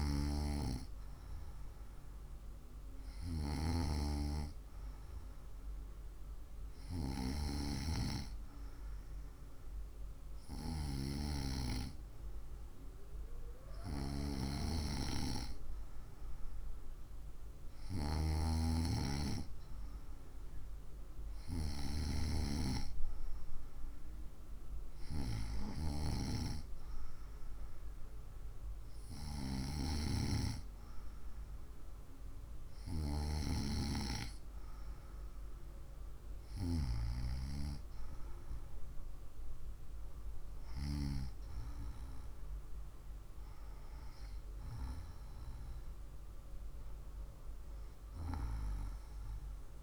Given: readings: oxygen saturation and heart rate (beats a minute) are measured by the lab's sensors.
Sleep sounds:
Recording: breathing in sleep by a room microphone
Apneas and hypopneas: none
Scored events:
42.00-46.50 s: arousal
From the record:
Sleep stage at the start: N2 (light sleep)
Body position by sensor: on the right side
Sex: female

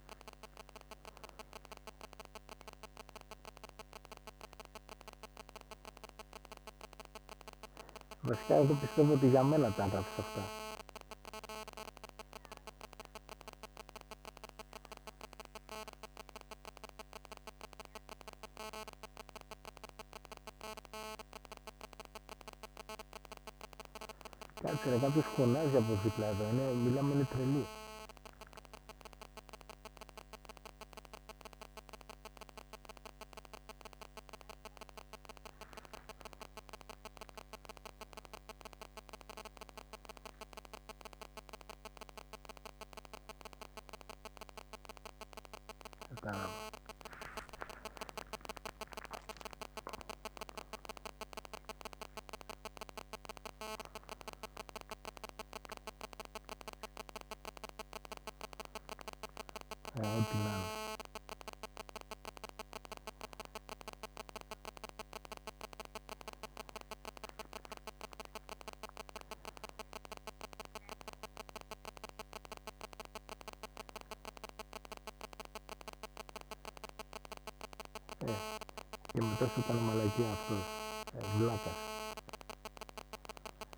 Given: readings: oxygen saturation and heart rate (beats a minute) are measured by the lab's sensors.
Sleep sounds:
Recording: a person awake in a sleep study, by a microphone on the trachea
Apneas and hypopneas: none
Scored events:
none scored
From the record:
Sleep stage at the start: awake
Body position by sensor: on the back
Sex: male

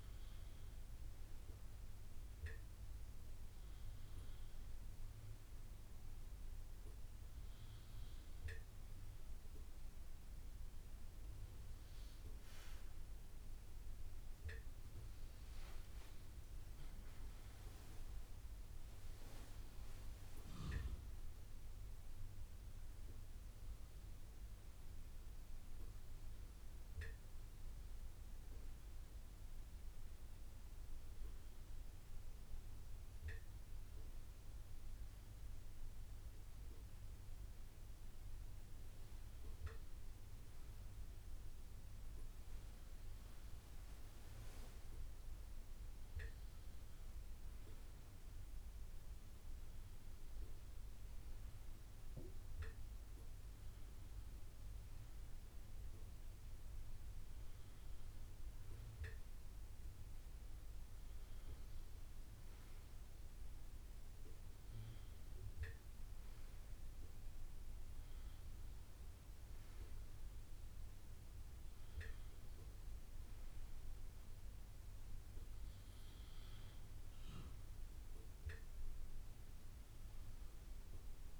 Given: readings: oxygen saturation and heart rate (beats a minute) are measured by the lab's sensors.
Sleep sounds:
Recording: breathing in sleep, hard to hear, by a room microphone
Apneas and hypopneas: none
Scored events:
60.00-62.00 s: long interval between heartbeats (device-marked)
75.50-81.40 s: bradycardia (device-marked)
From the record:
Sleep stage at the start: N1 (lightest sleep)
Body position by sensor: on the right side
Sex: male

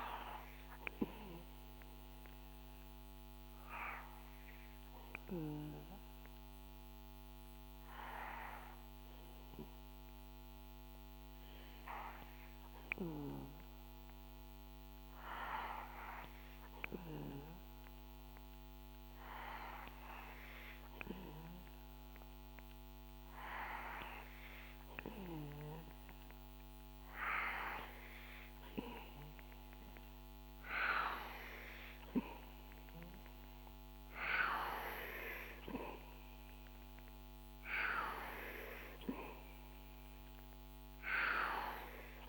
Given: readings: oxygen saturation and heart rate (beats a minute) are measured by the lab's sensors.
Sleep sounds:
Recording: breathing in sleep by a microphone on the trachea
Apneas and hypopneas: 1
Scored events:
0.00-14.50 s: oxygen desaturation (device-marked, oxygen 92% lowest, heart rate 61 extreme)
1.00-27.00 s: obstructive apnea (oxygen 97% before, 92% lowest, heart rate 64 before, 61 extreme, up 2 after)
30.00-34.00 s: arousal
From the record:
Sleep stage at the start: N2 (light sleep)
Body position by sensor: on the back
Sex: male

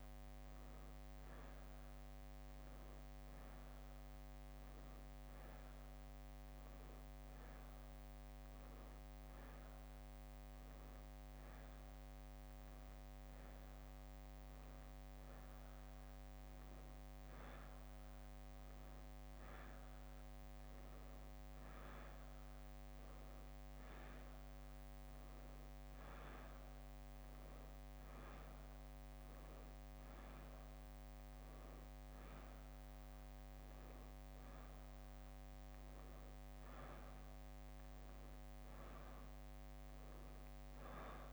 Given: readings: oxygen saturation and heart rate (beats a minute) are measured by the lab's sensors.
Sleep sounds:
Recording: a person awake in a sleep study, hard to hear, by a microphone on the trachea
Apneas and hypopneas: none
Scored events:
0.50-6.00 s: leg movement (device-marked)
9.00-16.00 s: leg movement (device-marked)
19.50-26.00 s: leg movement (device-marked)
28.50-34.50 s: leg movement (device-marked)
36.50-41.33 s: leg movement (device-marked)
From the record:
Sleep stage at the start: awake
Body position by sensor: on the back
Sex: female

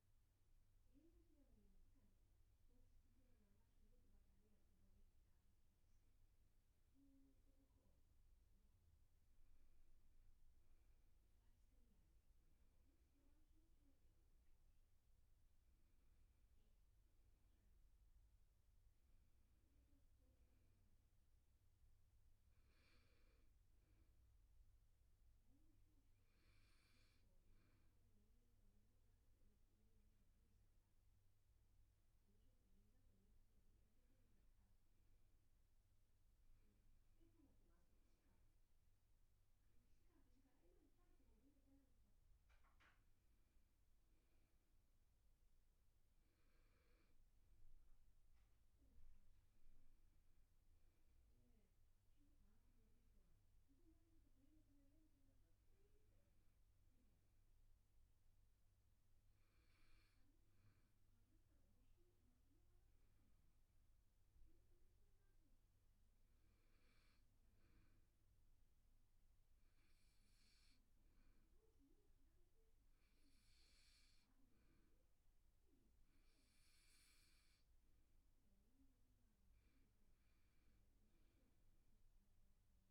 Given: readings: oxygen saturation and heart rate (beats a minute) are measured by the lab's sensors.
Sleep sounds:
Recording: breathing in sleep, hard to hear, by a room microphone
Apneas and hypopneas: 1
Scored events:
0.00-4.00 s: arousal
51.50-82.90 s: new sleep stage, N2 (light sleep)
66.00-76.50 s: hypopnea (oxygen 98% before, 92% lowest, heart rate 77 before, 69 extreme, up 6 after)
79.00-82.50 s: arousal
From the record:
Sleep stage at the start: N1 (lightest sleep)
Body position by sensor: on the back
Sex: male

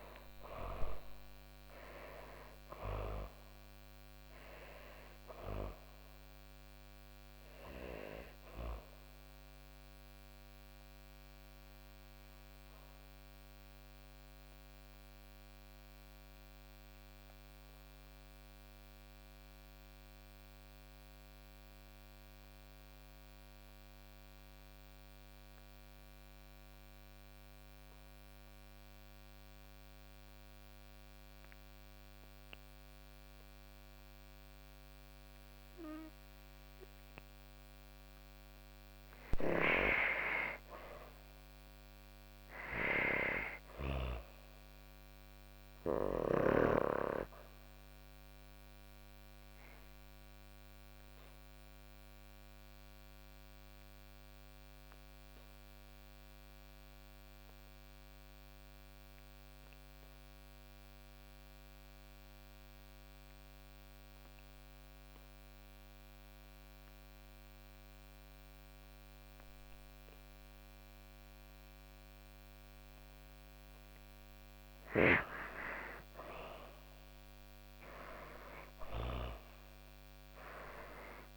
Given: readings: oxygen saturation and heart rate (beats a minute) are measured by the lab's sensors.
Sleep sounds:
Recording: breathing in sleep by a microphone on the trachea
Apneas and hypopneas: 2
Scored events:
0.00-24.50 s: oxygen desaturation (device-marked, oxygen 80% lowest, heart rate 135 extreme)
10.50-37.00 s: obstructive apnea (oxygen 98% before, 80% lowest, heart rate 166 before, 116 extreme, up 33 after)
39.00-42.00 s: arousal
40.50-62.50 s: oxygen desaturation (device-marked, oxygen 98% before, 87% lowest, heart rate 160 before, 116 extreme)
49.50-73.50 s: obstructive apnea (oxygen 99% before, 84% lowest, heart rate 154 before, 97 extreme, up 37 after)
70.50-81.37 s: oxygen desaturation (device-marked, oxygen 97% before, 84% lowest, heart rate 141 before, 97 extreme)
74.50-78.50 s: arousal
From the record:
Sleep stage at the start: N2 (light sleep)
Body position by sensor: on the back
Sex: female

